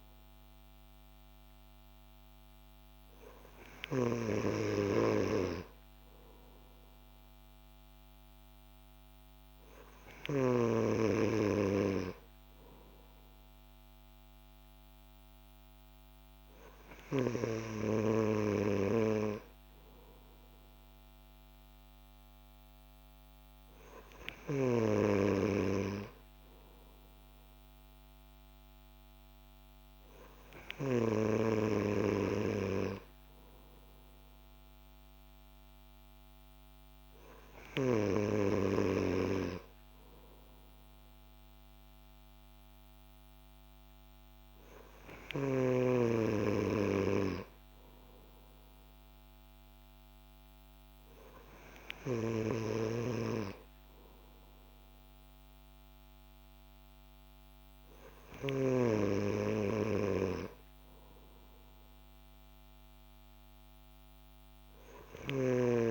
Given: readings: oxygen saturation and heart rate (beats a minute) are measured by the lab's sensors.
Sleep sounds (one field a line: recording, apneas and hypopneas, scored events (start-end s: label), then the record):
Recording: breathing in sleep by a microphone on the trachea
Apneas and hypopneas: none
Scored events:
none scored
From the record:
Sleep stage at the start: N3 (deep sleep)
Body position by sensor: on the back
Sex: male